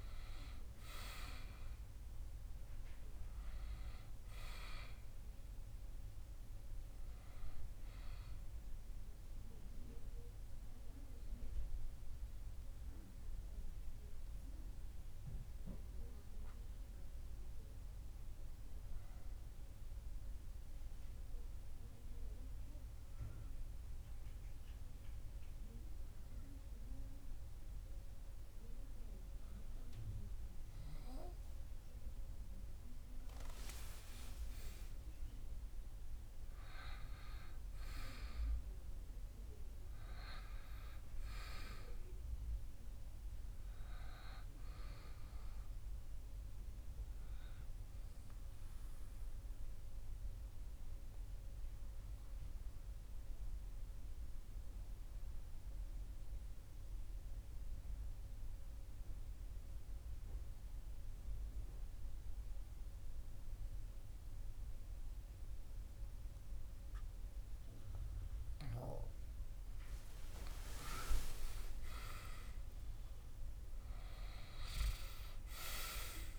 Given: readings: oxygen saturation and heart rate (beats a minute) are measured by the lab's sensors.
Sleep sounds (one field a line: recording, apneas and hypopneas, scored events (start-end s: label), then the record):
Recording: breathing in sleep by a room microphone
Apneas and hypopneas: 2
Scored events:
0.00-12.50 s: oxygen desaturation (device-marked, oxygen 94% lowest)
9.00-32.00 s: hypopnea (oxygen 98% before, 94% lowest)
33.00-37.50 s: arousal
48.50-69.00 s: obstructive apnea (oxygen 98% before, 94% lowest)
70.50-76.00 s: arousal
From the record:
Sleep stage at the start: N2 (light sleep)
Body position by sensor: on the back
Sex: male